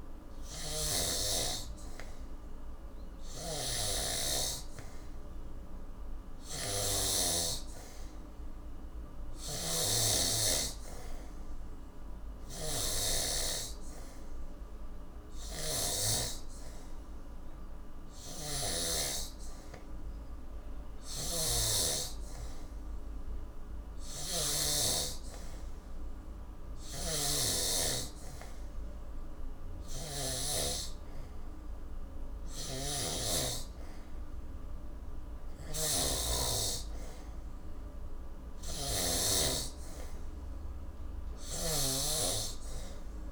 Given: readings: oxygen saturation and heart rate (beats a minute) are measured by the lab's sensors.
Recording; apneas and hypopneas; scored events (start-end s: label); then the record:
breathing in sleep by a room microphone; none
0.00-1.00 s: snoring (device-marked)
9.50-16.00 s: snoring (device-marked)
18.00-24.50 s: snoring (device-marked)
26.50-30.50 s: snoring (device-marked)
32.50-42.00 s: snoring (device-marked)
From the record:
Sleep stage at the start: N3 (deep sleep); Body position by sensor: on the back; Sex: male